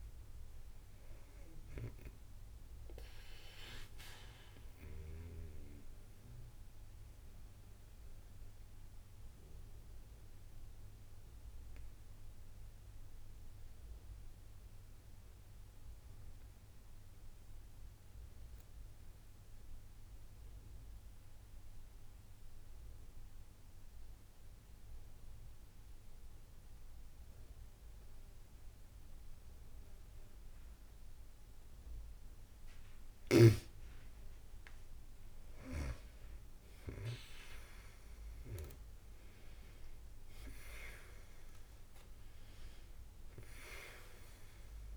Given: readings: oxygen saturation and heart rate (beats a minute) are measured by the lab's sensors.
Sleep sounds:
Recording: breathing in sleep by a room microphone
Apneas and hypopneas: 1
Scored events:
0.00-21.00 s: oxygen desaturation (device-marked, oxygen 90% lowest)
4.00-32.50 s: mixed apnea (oxygen 96% before, 90% lowest)
35.00-44.97 s: oxygen desaturation (device-marked, oxygen 96% before, 90% lowest)
36.00-41.50 s: arousal
From the record:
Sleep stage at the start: N2 (light sleep)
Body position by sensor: on the back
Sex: female

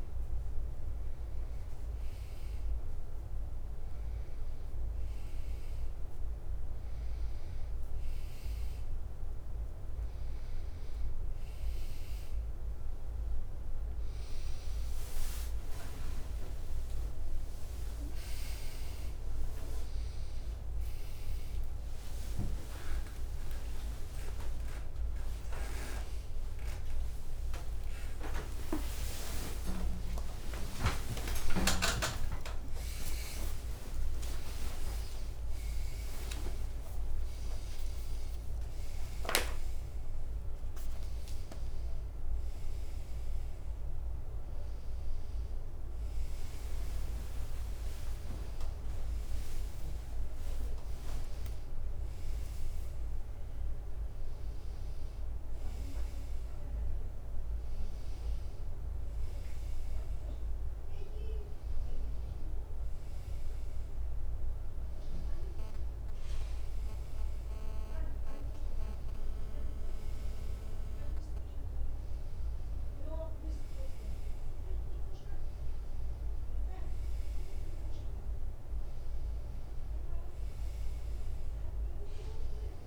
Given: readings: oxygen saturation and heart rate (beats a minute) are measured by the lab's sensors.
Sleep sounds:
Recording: a person awake in a sleep study, by a room microphone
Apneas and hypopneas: none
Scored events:
0.50-2.50 s: leg movement (device-marked)
8.50-10.50 s: long interval between heartbeats (device-marked, heart rate 66 before, 78 extreme)
12.00-18.50 s: leg movement (device-marked)
19.50-35.50 s: tachycardia (device-marked, heart rate 70 before, 176 extreme)
21.50-23.50 s: long interval between heartbeats (device-marked, heart rate 82 before, 97 extreme)
24.50-26.50 s: long interval between heartbeats (device-marked, heart rate 90 before, 175 extreme)
29.00-31.00 s: long interval between heartbeats (device-marked, heart rate 110 before, 128 extreme)
33.00-35.00 s: long interval between heartbeats (device-marked, heart rate 122 before, 130 extreme)
45.50-53.00 s: leg movement (device-marked)
60.50-82.87 s: new sleep stage, N1 (lightest sleep)
61.00-62.00 s: leg movement (device-marked)
75.50-76.50 s: leg movement (device-marked)
From the record:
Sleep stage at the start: awake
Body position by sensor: on the right side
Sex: male

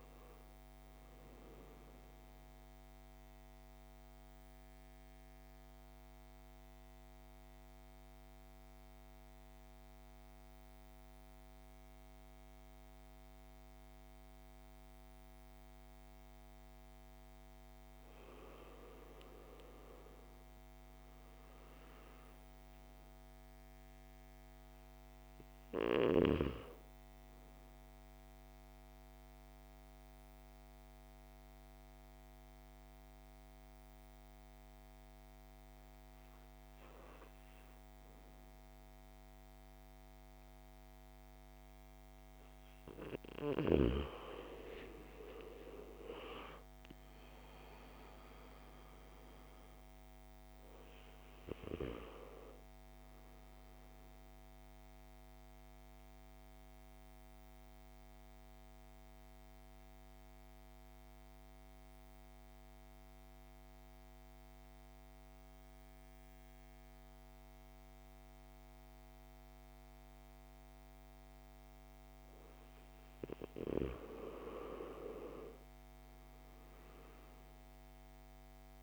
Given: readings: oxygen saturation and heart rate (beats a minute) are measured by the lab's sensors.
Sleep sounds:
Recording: breathing in sleep by a microphone on the trachea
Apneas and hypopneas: 3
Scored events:
0.00-14.50 s: oxygen desaturation (device-marked, oxygen 91% lowest)
2.00-17.00 s: central apnea (oxygen 98% before, 91% lowest)
18.50-22.00 s: arousal
24.50-38.50 s: oxygen desaturation (device-marked, oxygen 98% before, 91% lowest)
27.50-41.50 s: obstructive apnea (oxygen 98% before, 91% lowest)
43.50-48.00 s: arousal
49.50-72.50 s: oxygen desaturation (device-marked, oxygen 97% before, 91% lowest)
53.50-70.50 s: central apnea (oxygen 97% before, 89% lowest)
73.50-77.00 s: arousal
From the record:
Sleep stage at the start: N2 (light sleep)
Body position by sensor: on the back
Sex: male

